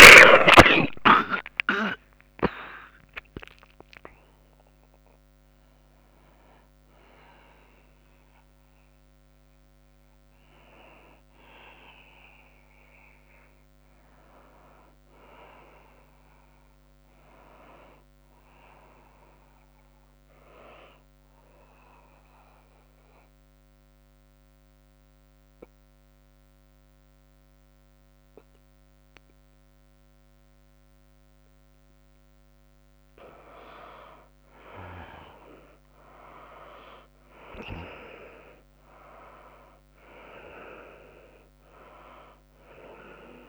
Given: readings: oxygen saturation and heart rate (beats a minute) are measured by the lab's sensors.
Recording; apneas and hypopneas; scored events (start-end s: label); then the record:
a person partly awake in a sleep study, by a microphone on the trachea; 1
0.00-15.00 s: bradycardia (device-marked)
3.00-5.00 s: long interval between heartbeats (device-marked)
15.00-23.00 s: tachycardia (device-marked, heart rate 112 before, 102 extreme)
16.00-43.49 s: new sleep stage, N2 (light sleep)
19.00-32.00 s: oxygen desaturation (device-marked, oxygen 96% before, 92% lowest)
24.00-34.00 s: obstructive apnea (oxygen 97% before, 82% lowest, heart rate 45 before, 100 extreme, up 3 after)
27.00-43.49 s: tachycardia (device-marked, heart rate 111 before, 104 extreme)
36.50-40.00 s: arousal
39.00-43.49 s: oxygen desaturation (device-marked, oxygen 93% before, 83% lowest, heart rate 101 before, 99 extreme)
40.00-43.49 s: drop in pulse transit time (device-marked, heart rate 101 before, 102 extreme)
From the record:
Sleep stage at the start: awake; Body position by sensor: on the right side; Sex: female